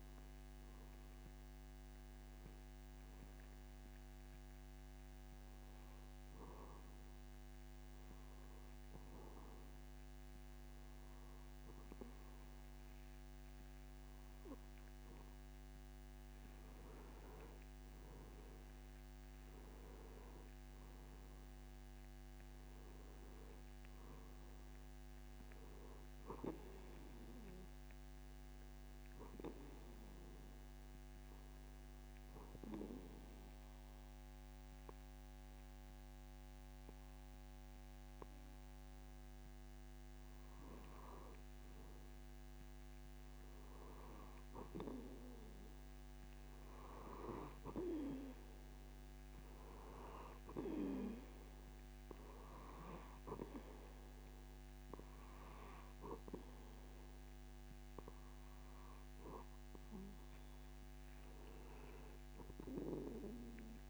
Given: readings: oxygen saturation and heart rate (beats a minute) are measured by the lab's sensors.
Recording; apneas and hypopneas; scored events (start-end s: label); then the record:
breathing in sleep by a microphone on the trachea; 2
6.50-17.00 s: hypopnea (oxygen 95% before, 92% lowest)
20.00-24.50 s: arousal
30.00-41.00 s: obstructive apnea (oxygen 95% before, 92% lowest)
43.50-47.00 s: arousal
From the record:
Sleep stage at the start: N2 (light sleep); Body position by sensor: on the back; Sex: male